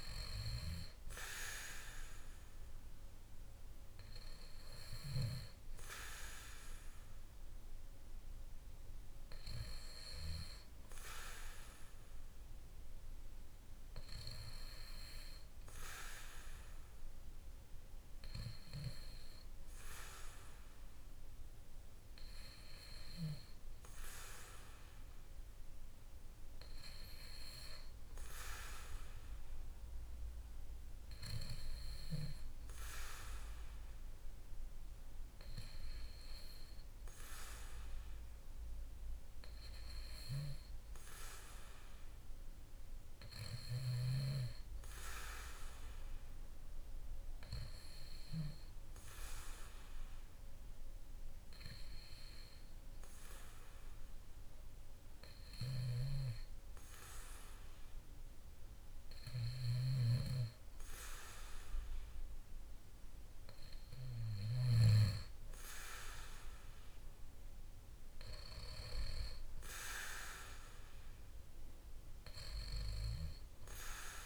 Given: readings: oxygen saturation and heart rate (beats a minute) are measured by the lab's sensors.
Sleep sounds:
breathing in sleep by a room microphone; none
0.00-2.00 s: arousal
59.50-65.00 s: snoring (device-marked)
From the record:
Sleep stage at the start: N2 (light sleep); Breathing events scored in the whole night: 135 in 6.0 hours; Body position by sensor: on the back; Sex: male

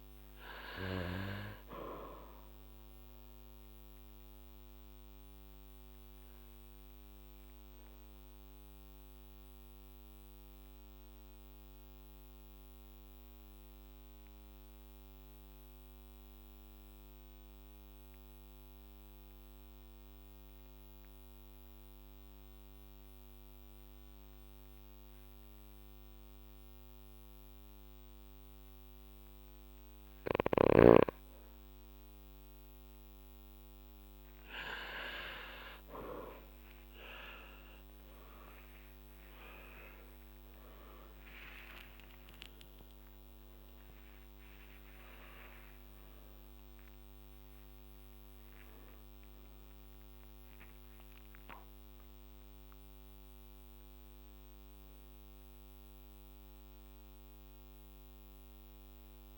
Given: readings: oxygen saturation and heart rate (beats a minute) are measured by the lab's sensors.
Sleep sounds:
a person partly awake in a sleep study, by a microphone on the trachea; 1
3.00-32.50 s: obstructive apnea (oxygen 98% before, 94% lowest, heart rate 56 before, 47 extreme)
20.50-35.50 s: oxygen desaturation (device-marked, oxygen 98% before, 94% lowest, heart rate 51 before, 52 extreme)
36.50-38.50 s: long interval between heartbeats (device-marked, heart rate 52 before, 79 extreme)
36.50-59.38 s: new sleep stage, awake
39.00-41.00 s: long interval between heartbeats (device-marked, heart rate 55 before, 111 extreme)
41.50-43.50 s: long interval between heartbeats (device-marked, heart rate 66 before, 128 extreme)
44.00-46.00 s: long interval between heartbeats (device-marked, heart rate 75 before, 129 extreme)
46.50-48.50 s: long interval between heartbeats (device-marked, heart rate 88 before, 140 extreme)
From the record:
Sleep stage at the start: N2 (light sleep); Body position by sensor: on the back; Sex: male

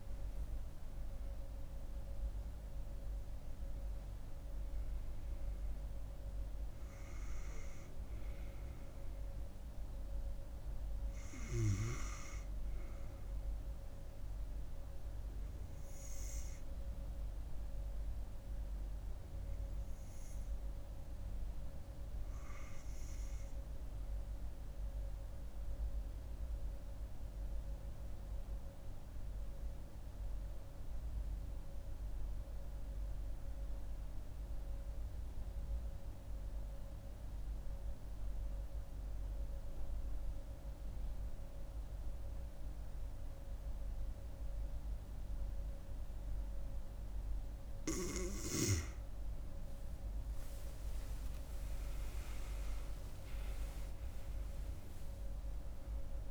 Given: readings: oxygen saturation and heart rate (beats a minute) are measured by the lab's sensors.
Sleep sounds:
breathing in sleep, hard to hear, by a room microphone; 1
0.00-22.00 s: oxygen desaturation (device-marked, oxygen 90% lowest)
24.50-46.50 s: obstructive apnea (oxygen 98% before, 91% lowest)
45.00-56.31 s: oxygen desaturation (device-marked, oxygen 96% before, 91% lowest)
50.00-55.00 s: arousal
From the record:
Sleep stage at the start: N2 (light sleep); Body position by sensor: on the right side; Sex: female

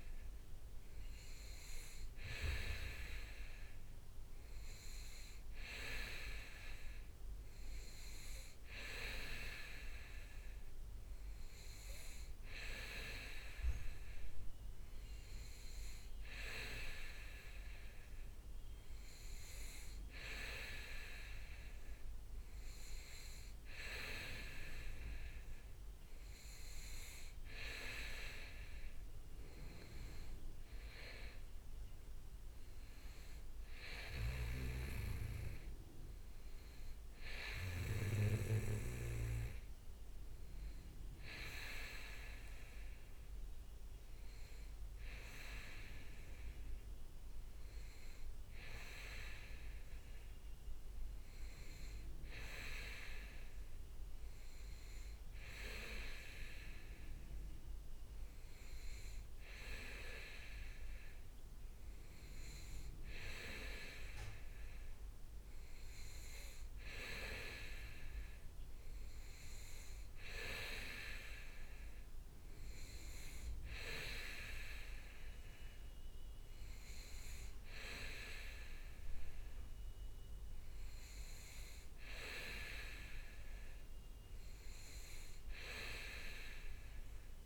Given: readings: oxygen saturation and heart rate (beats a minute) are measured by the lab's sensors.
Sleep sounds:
breathing in sleep by a room microphone; none
11.50-16.50 s: leg movement (device-marked)
50.00-51.50 s: leg movement (device-marked)
56.50-60.00 s: leg movement (device-marked)
67.00-71.50 s: leg movement (device-marked)
72.50-74.50 s: leg movement (device-marked)
77.00-81.00 s: leg movement (device-marked)
From the record:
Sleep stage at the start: N2 (light sleep); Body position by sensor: on the back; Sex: male

